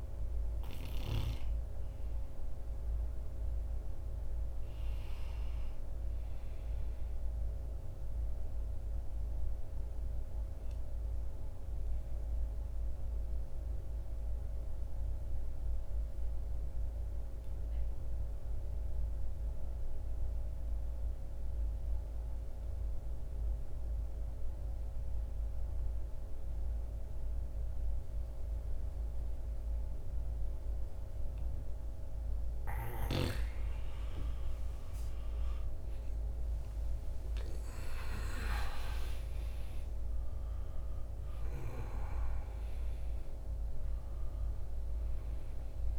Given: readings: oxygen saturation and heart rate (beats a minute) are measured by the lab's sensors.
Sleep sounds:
breathing in sleep by a room microphone; 1
0.00-15.50 s: oxygen desaturation (device-marked, oxygen 85% lowest, heart rate 51 extreme)
7.00-31.50 s: obstructive apnea (oxygen 97% before, 84% lowest, heart rate 61 before, 51 extreme, up 14 after)
31.50-45.99 s: oxygen desaturation (device-marked, oxygen 97% before, 84% lowest, heart rate 53 before, 48 extreme)
33.00-38.00 s: arousal
From the record:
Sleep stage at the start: N2 (light sleep); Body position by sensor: on the back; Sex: male

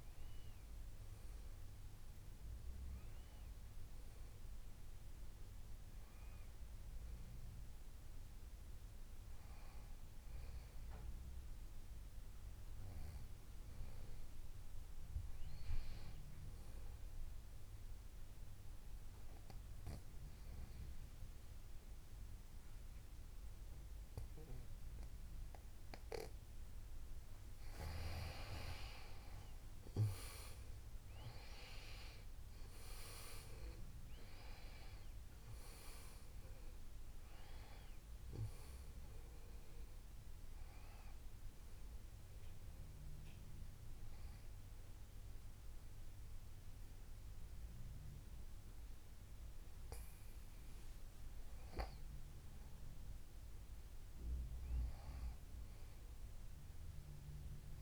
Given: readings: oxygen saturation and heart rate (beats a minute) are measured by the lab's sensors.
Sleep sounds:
breathing in sleep by a room microphone; 1
18.00-28.50 s: mixed apnea (oxygen 97% before, 93% lowest, heart rate 60 before, 52 extreme, up 7 after)
28.50-48.50 s: oxygen desaturation (device-marked, oxygen 97% before, 93% lowest, heart rate 58 before, 52 extreme)
30.50-34.50 s: arousal
From the record:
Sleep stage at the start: N2 (light sleep); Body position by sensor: on the back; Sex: female

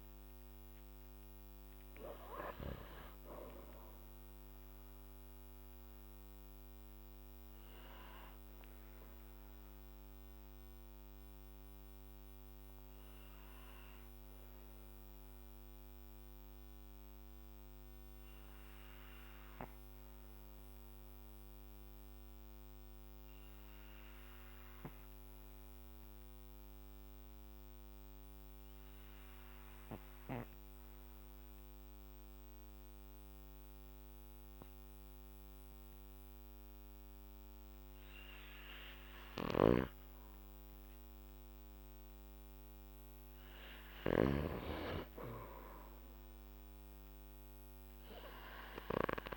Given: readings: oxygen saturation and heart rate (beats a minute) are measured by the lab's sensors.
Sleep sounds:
breathing in sleep by a microphone on the trachea; 1
6.00-40.50 s: obstructive apnea (oxygen 99% before, 88% lowest, heart rate 58 before, 50 extreme, up 4 after)
12.50-26.50 s: oxygen desaturation (device-marked, oxygen 95% before, 88% lowest, heart rate 59 before, 53 extreme)
39.50-44.50 s: snoring (device-marked)
43.00-46.00 s: arousal
43.50-49.37 s: oxygen desaturation (device-marked, oxygen 99% before, 90% lowest, heart rate 56 before, 50 extreme)
From the record:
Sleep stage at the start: N2 (light sleep); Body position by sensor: on the back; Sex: male

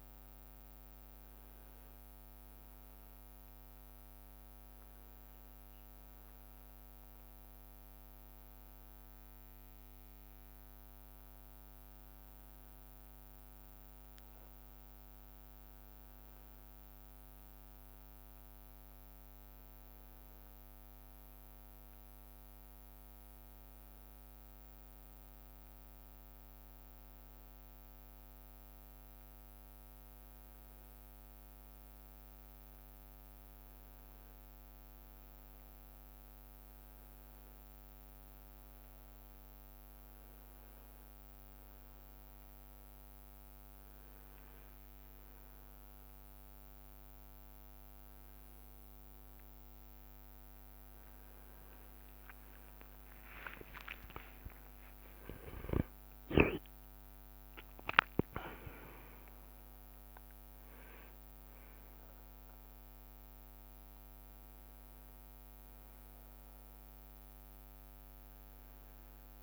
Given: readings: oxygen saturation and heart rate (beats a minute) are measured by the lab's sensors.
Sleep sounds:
a person awake in a sleep study, by a microphone on the trachea; none
54.00-58.00 s: leg movement (device-marked)
69.00-69.43 s: new sleep stage, N1 (lightest sleep)
From the record:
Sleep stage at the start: awake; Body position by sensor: on the right side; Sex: male

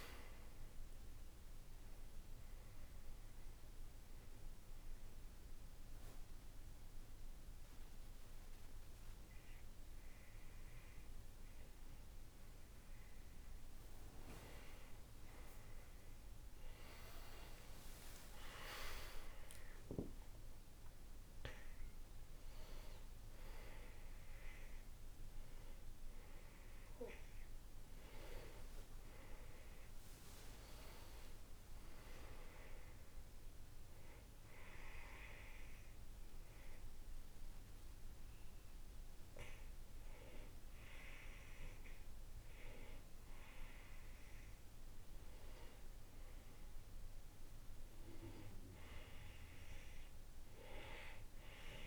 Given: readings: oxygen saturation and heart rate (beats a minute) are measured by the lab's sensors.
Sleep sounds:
a person partly awake in a sleep study, by a room microphone; 2
4.50-15.50 s: hypopnea (oxygen 98% before, 94% lowest, heart rate 71 before, 60 extreme, up 16 after)
4.50-51.87 s: new sleep stage, N1 (lightest sleep)
18.00-22.00 s: arousal
19.50-30.50 s: oxygen desaturation (device-marked, oxygen 98% before, 94% lowest, heart rate 68 before, 57 extreme)
34.50-45.50 s: hypopnea (oxygen 98% before, 94% lowest, heart rate 72 before, 57 extreme, up 5 after)
48.50-51.87 s: arousal
From the record:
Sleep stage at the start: awake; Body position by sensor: on the right side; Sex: male

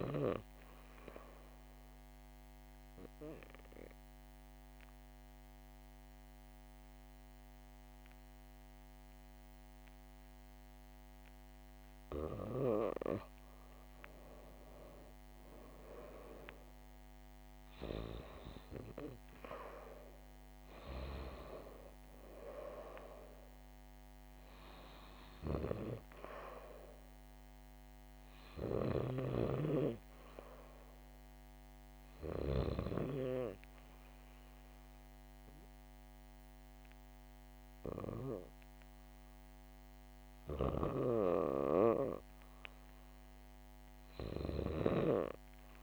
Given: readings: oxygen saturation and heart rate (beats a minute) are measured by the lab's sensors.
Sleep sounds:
breathing in sleep by a microphone on the trachea; 1
2.50-12.50 s: obstructive apnea (oxygen 99% before, 94% lowest, heart rate 69 before, 68 extreme, up 5 after)
15.00-19.50 s: arousal
41.50-45.00 s: arousal
From the record:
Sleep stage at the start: REM sleep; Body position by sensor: on the back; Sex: female

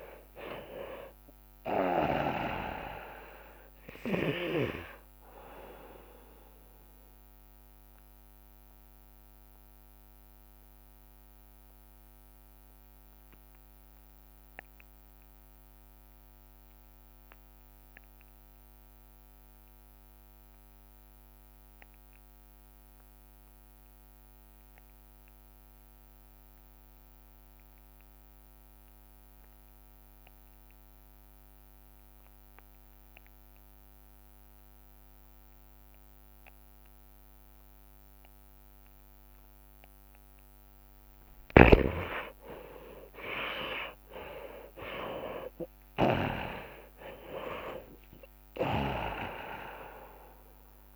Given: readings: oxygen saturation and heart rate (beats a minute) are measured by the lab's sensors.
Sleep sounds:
breathing in sleep by a microphone on the trachea; 1
0.00-1.50 s: tachycardia (device-marked, heart rate 86 extreme)
0.00-2.50 s: snoring (device-marked)
0.00-7.50 s: drop in pulse transit time (device-marked)
5.50-7.50 s: long interval between heartbeats (device-marked, heart rate 38 before, 84 extreme)
5.50-40.50 s: mixed apnea (oxygen 94% before, 61% lowest, heart rate 38 before, 25 extreme)
8.50-10.50 s: long interval between heartbeats (device-marked, heart rate 49 before, 59 extreme)
8.50-32.50 s: oxygen desaturation (device-marked, oxygen 89% before, 61% lowest, heart rate 49 before, 25 extreme)
13.50-15.50 s: long interval between heartbeats (device-marked, heart rate 60 before, 45 extreme)
21.50-23.50 s: long interval between heartbeats (device-marked, heart rate 59 before, 31 extreme)
26.50-28.50 s: long interval between heartbeats (device-marked, heart rate 43 before, 38 extreme)
26.50-32.50 s: drop in pulse transit time (device-marked, heart rate 43 before, 32 extreme)
32.00-34.00 s: long interval between heartbeats (device-marked, heart rate 37 before, 39 extreme)
34.50-50.96 s: oxygen desaturation (device-marked, oxygen 97% before, 68% lowest)
41.50-43.50 s: long interval between heartbeats (device-marked, heart rate 32 before, 41 extreme)
41.50-45.50 s: arousal
41.50-46.50 s: snoring (device-marked)
45.50-50.96 s: drop in pulse transit time (device-marked, heart rate 36 before, 64 extreme)
From the record:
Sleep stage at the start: REM sleep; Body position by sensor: on the left side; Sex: male

